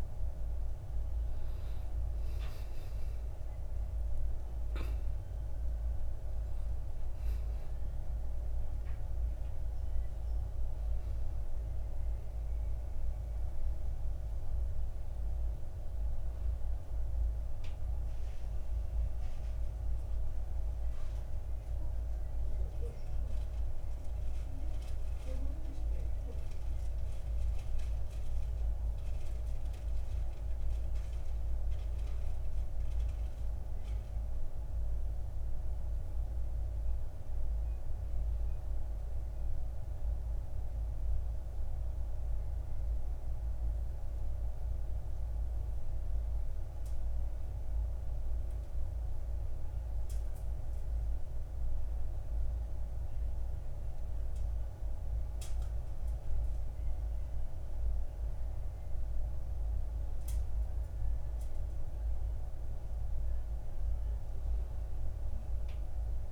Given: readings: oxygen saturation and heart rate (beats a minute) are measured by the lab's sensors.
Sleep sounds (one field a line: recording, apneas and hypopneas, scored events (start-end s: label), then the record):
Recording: breathing in sleep, hard to hear, by a room microphone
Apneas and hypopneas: 1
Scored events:
7.50-23.50 s: oxygen desaturation (device-marked, oxygen 97% before, 94% lowest, heart rate 55 before, 53 extreme)
19.00-30.00 s: central apnea (oxygen 97% before, 95% lowest, heart rate 57 before, 53 extreme, up 3 after)
32.00-36.00 s: arousal
42.50-52.50 s: oxygen desaturation (device-marked, oxygen 98% before, 95% lowest, heart rate 54 before, 55 extreme)
63.50-66.32 s: arousal
From the record:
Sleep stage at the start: N1 (lightest sleep)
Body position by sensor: on the back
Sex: male